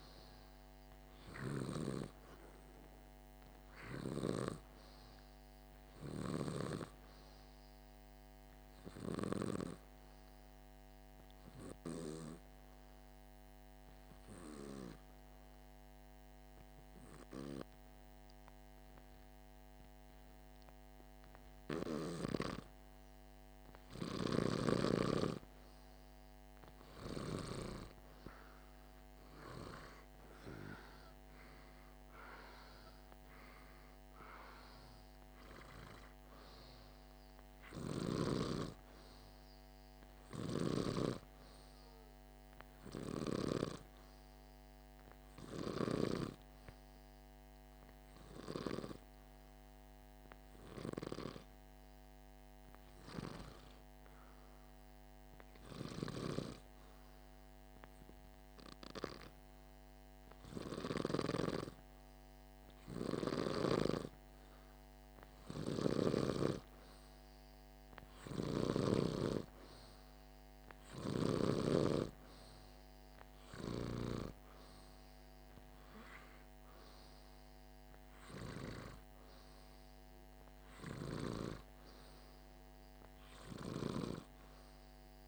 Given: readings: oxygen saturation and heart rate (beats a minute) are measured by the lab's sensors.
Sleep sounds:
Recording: breathing in sleep by a microphone on the trachea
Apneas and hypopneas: 2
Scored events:
2.00-17.00 s: oxygen desaturation (device-marked, oxygen 99% before, 92% lowest, heart rate 57 before, 50 extreme)
13.00-23.50 s: hypopnea (oxygen 99% before, 90% lowest, heart rate 56 before, 50 extreme, up 1 after)
26.00-29.50 s: arousal
36.00-54.00 s: oxygen desaturation (device-marked, oxygen 99% before, 90% lowest, heart rate 50 before, 50 extreme)
49.50-64.50 s: hypopnea (oxygen 99% before, 94% lowest, heart rate 51 before, 50 extreme, up 0 after)
68.00-72.50 s: arousal
From the record:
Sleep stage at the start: N2 (light sleep)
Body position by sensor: on the back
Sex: male

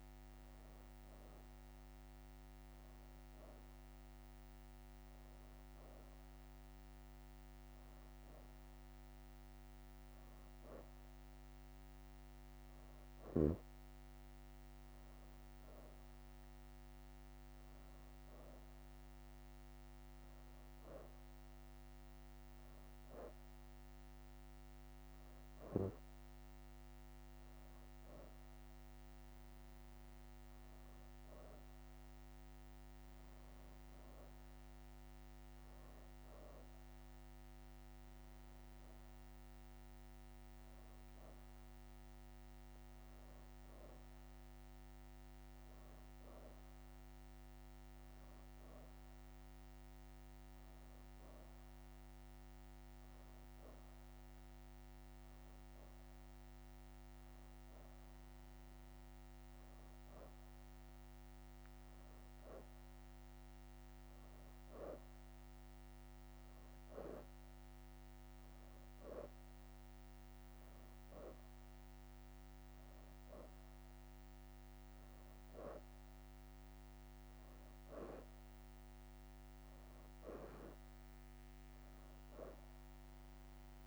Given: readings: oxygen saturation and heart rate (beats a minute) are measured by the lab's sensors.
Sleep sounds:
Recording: breathing in sleep, hard to hear, by a microphone on the trachea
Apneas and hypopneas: none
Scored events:
0.00-4.00 s: leg movement (device-marked)
8.00-21.00 s: oxygen desaturation (device-marked, oxygen 95% before, 89% lowest, heart rate 173 before, 75 extreme)
27.00-29.00 s: leg movement (device-marked)
29.50-33.00 s: leg movement (device-marked)
33.50-38.00 s: leg movement (device-marked)
38.00-39.00 s: leg movement (device-marked)
49.50-50.50 s: leg movement (device-marked)
51.00-53.00 s: leg movement (device-marked)
54.50-56.00 s: leg movement (device-marked)
56.50-58.50 s: leg movement (device-marked)
60.00-63.50 s: leg movement (device-marked)
67.50-70.50 s: leg movement (device-marked)
72.00-74.50 s: leg movement (device-marked)
81.50-82.50 s: leg movement (device-marked)
From the record:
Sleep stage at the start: N2 (light sleep)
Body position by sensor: on the back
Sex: female

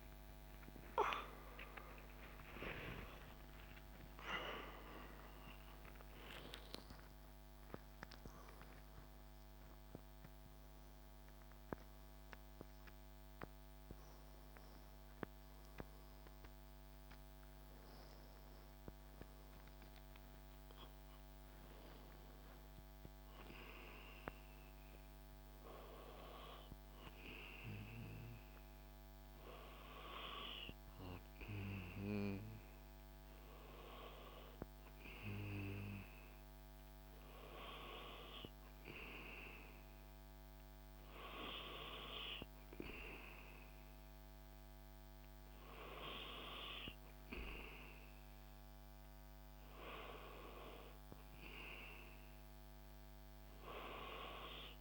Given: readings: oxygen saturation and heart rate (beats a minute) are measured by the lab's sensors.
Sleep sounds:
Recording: a person partly awake in a sleep study, by a microphone on the trachea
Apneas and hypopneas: none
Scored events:
12.50-42.50 s: new sleep stage, N1 (lightest sleep)
42.50-54.81 s: new sleep stage, N2 (light sleep)
From the record:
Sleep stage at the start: awake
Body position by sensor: on the back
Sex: male

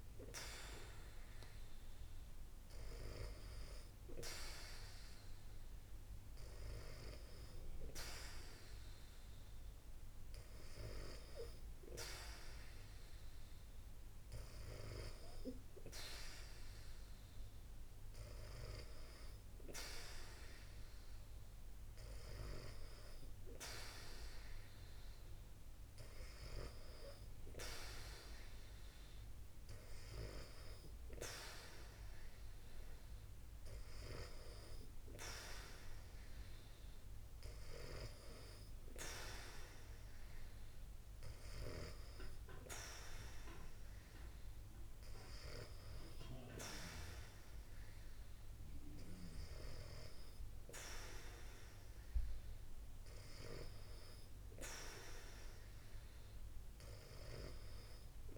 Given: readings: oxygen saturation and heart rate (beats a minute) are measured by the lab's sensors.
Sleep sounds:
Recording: breathing in sleep by a room microphone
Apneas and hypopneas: none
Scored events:
none scored
From the record:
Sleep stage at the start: N2 (light sleep)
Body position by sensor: on the back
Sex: female

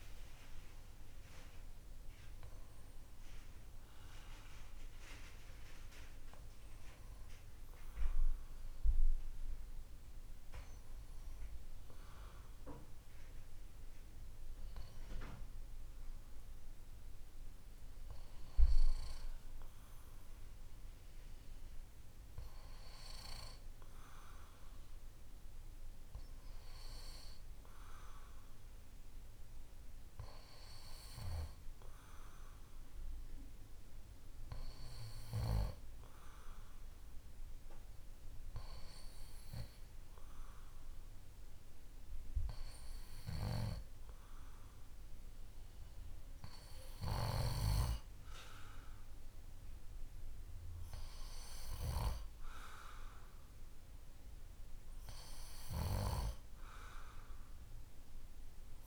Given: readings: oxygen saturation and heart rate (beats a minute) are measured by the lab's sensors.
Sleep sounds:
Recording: breathing in sleep by a room microphone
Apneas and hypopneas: none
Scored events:
none scored
From the record:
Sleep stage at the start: N2 (light sleep)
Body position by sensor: on the back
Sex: male

